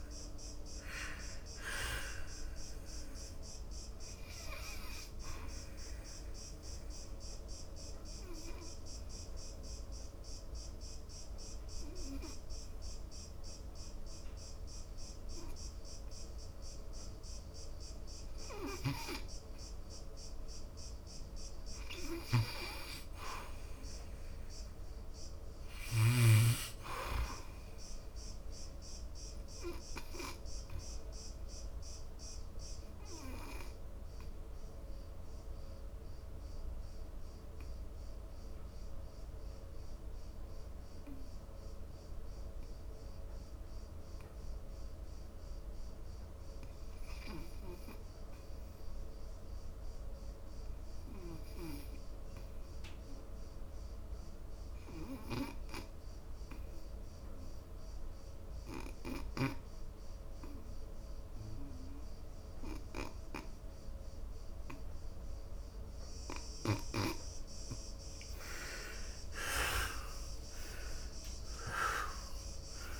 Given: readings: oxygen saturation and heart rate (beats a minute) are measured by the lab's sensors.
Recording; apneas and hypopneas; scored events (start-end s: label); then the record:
breathing in sleep by a room microphone; 2
0.00-26.50 s: oxygen desaturation (device-marked, oxygen 80% lowest, heart rate 61 extreme)
7.00-21.00 s: obstructive apnea (oxygen 94% before, 77% lowest, heart rate 75 before, 63 extreme, up 0 after)
22.00-27.50 s: arousal
31.00-67.00 s: obstructive apnea (oxygen 96% before, 70% lowest, heart rate 74 before, 57 extreme, up 29 after)
34.50-62.50 s: oxygen desaturation (device-marked, oxygen 96% before, 83% lowest, heart rate 72 before, 57 extreme)
64.50-73.00 s: oxygen desaturation (device-marked, oxygen 92% before, 70% lowest, heart rate 60 before, 67 extreme)
69.50-73.00 s: arousal
From the record:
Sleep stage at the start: N2 (light sleep); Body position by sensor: on the back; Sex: male